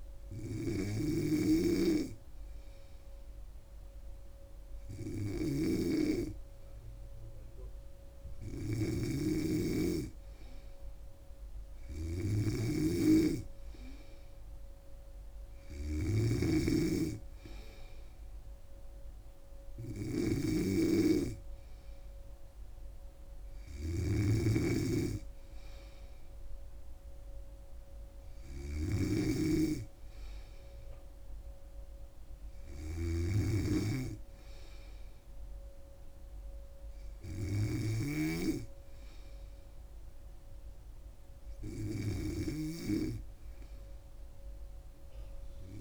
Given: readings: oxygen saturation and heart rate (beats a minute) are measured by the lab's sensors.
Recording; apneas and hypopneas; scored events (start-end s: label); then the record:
breathing in sleep by a room microphone; none
0.00-45.81 s: snoring (device-marked)
16.00-45.81 s: new sleep stage, N2 (light sleep)
From the record:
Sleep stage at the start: N3 (deep sleep); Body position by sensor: on the back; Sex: female